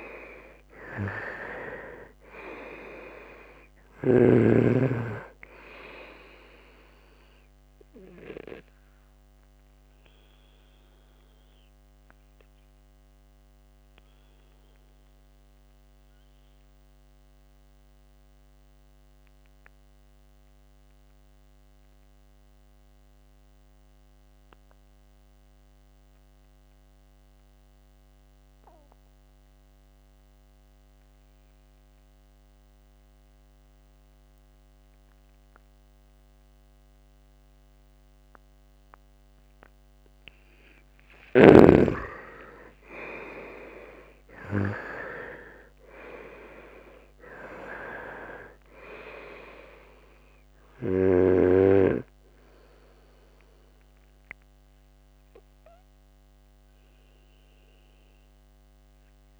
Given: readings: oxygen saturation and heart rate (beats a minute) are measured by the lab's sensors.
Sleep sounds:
breathing in sleep by a microphone on the trachea; 1
0.00-1.50 s: arousal
0.00-24.00 s: oxygen desaturation (device-marked, oxygen 82% lowest, heart rate 63 extreme)
10.00-40.00 s: obstructive apnea (oxygen 99% before, 80% lowest, heart rate 68 before, 66 extreme, up 11 after)
36.00-59.40 s: oxygen desaturation (device-marked, oxygen 98% before, 80% lowest, heart rate 68 before, 65 extreme)
40.00-42.00 s: long interval between heartbeats (device-marked, heart rate 68 before, 72 extreme)
43.00-46.50 s: arousal
From the record:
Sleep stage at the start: N2 (light sleep); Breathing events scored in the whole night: 320 in 4.1 hours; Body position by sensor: on the right side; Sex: male

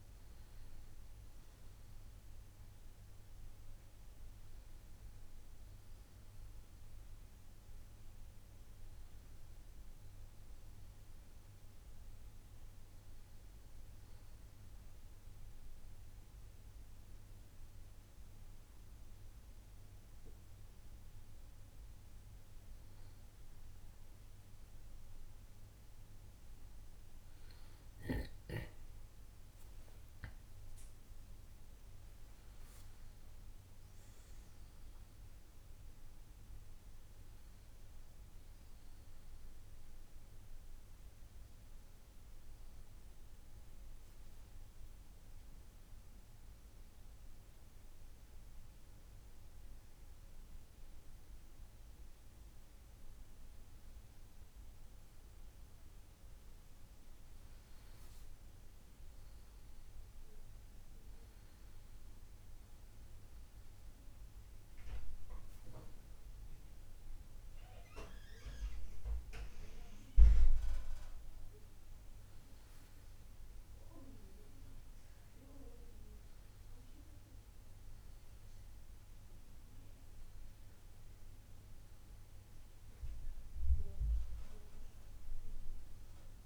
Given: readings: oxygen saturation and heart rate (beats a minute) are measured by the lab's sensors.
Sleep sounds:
breathing in sleep, hard to hear, by a room microphone; 2
13.50-25.50 s: hypopnea (oxygen 96% before, 94% lowest, heart rate 67 before, 64 extreme, up 6 after)
28.00-32.00 s: arousal
29.00-86.46 s: new sleep stage, N1 (lightest sleep)
46.00-57.00 s: obstructive apnea (oxygen 96% before, 95% lowest, heart rate 70 before, 67 extreme, up 40 after)
59.50-63.50 s: arousal
From the record:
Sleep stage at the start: N2 (light sleep); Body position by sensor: on the back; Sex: male

